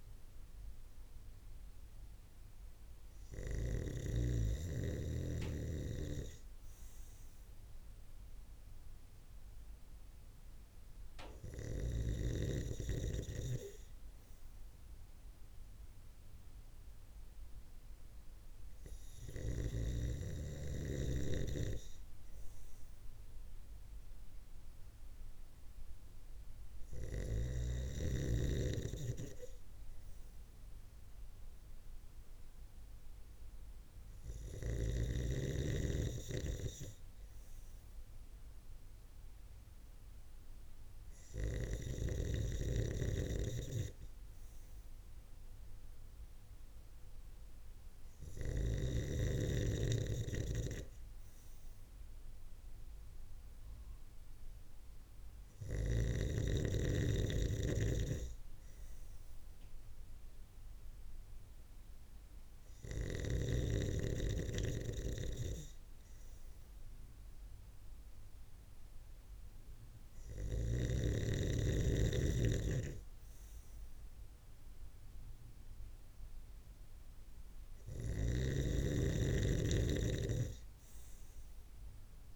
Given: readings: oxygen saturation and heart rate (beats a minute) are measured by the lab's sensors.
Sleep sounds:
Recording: breathing in sleep by a room microphone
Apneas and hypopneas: none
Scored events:
none scored
From the record:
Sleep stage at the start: N3 (deep sleep)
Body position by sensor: on the right side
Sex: male

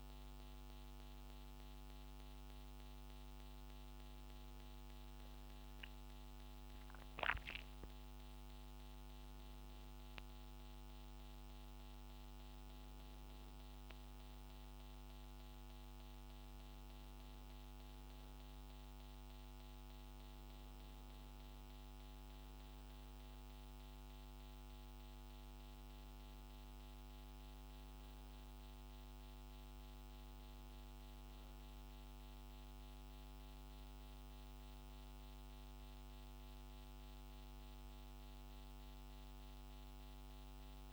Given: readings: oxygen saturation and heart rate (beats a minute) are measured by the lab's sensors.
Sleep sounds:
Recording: a person awake in a sleep study, hard to hear, by a microphone on the trachea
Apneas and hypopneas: none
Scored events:
none scored
From the record:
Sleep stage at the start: awake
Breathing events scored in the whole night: 114 in 4.5 hours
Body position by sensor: on the right side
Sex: male

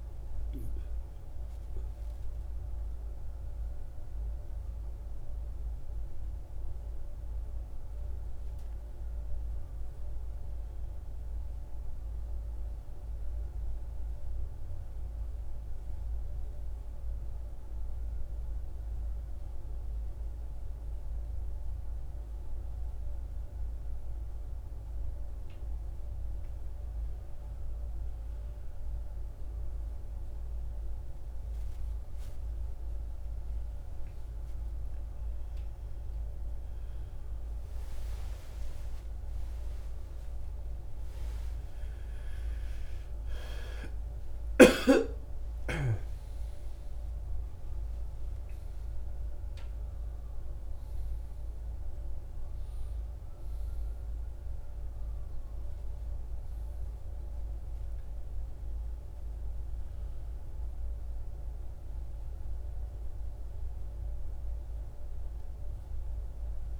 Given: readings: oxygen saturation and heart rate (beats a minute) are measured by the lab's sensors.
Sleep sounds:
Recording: breathing in sleep, hard to hear, by a room microphone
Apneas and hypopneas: 1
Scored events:
14.00-26.50 s: central apnea (oxygen 98% before, 92% lowest, heart rate 61 before, 57 extreme, up 10 after)
29.50-34.00 s: arousal
37.00-48.00 s: oxygen desaturation (device-marked, oxygen 96% before, 92% lowest, heart rate 61 before, 55 extreme)
From the record:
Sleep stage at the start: N1 (lightest sleep)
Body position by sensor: on the right side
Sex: male

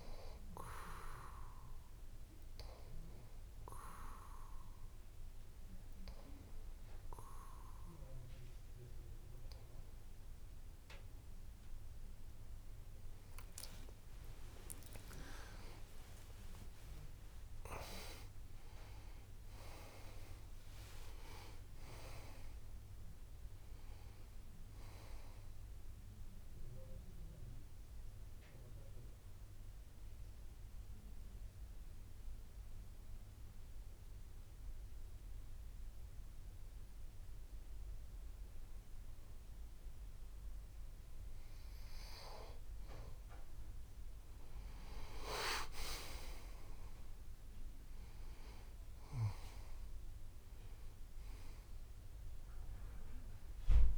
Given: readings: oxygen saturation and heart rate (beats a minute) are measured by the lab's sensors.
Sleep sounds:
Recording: breathing in sleep by a room microphone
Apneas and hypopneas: 2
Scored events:
0.50-12.00 s: hypopnea (oxygen 93% before, 91% lowest)
14.50-20.00 s: arousal
28.50-42.50 s: mixed apnea (oxygen 93% before, 91% lowest)
45.00-48.50 s: arousal
48.50-53.98 s: oxygen desaturation (device-marked, oxygen 95% before, 91% lowest)
From the record:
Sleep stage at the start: N2 (light sleep)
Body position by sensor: on the back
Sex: male

